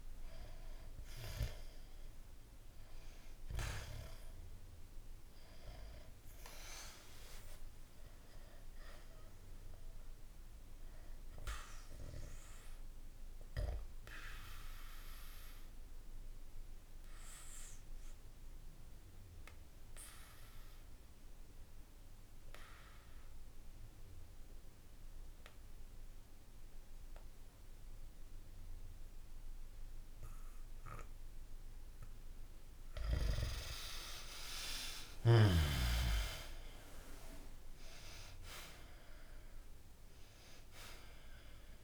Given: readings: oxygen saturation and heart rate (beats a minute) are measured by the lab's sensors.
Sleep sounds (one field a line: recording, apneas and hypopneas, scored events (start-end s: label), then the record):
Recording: breathing in sleep by a room microphone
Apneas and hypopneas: 1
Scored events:
0.00-17.50 s: oxygen desaturation (device-marked, oxygen 90% lowest, heart rate 60 extreme)
14.50-31.50 s: obstructive apnea (oxygen 98% before, 90% lowest, heart rate 65 before, 64 extreme, up 1 after)
33.50-38.50 s: arousal
35.50-41.84 s: oxygen desaturation (device-marked, oxygen 98% before, 92% lowest, heart rate 67 before, 54 extreme)
From the record:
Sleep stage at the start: N2 (light sleep)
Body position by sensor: on the back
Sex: male